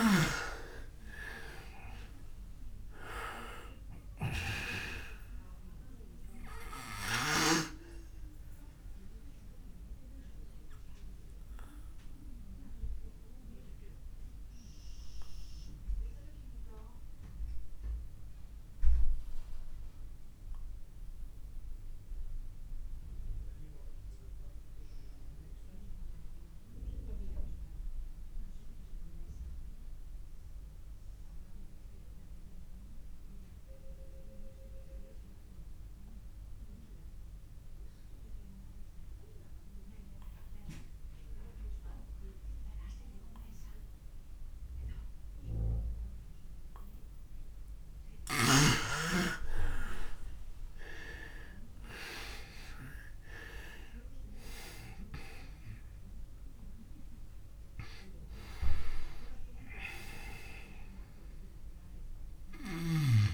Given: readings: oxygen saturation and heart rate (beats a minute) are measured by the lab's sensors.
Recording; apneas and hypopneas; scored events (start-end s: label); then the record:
breathing in sleep by a room microphone; 1
0.00-2.50 s: arousal
4.50-29.50 s: oxygen desaturation (device-marked, oxygen 98% before, 89% lowest, heart rate 49 before, 27 extreme)
8.00-46.00 s: obstructive apnea (oxygen 100% before, 84% lowest, heart rate 46 before, 27 extreme, up 27 after)
45.50-63.34 s: oxygen desaturation (device-marked, oxygen 98% before, 84% lowest, heart rate 52 before, 35 extreme)
49.50-54.50 s: arousal
From the record:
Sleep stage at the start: N2 (light sleep); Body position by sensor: on the back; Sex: male